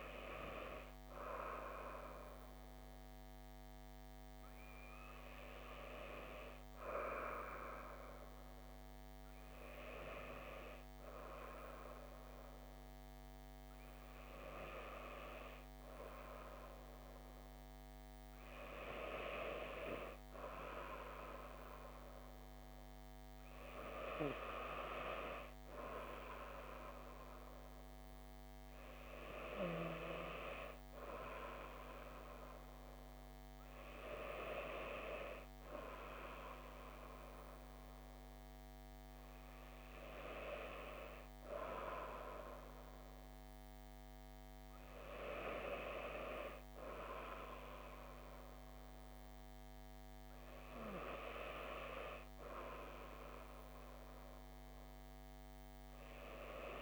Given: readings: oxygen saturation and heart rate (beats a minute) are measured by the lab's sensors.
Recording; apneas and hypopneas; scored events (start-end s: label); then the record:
breathing in sleep by a microphone on the trachea; none
none scored
From the record:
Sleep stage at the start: N2 (light sleep); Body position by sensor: on the back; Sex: female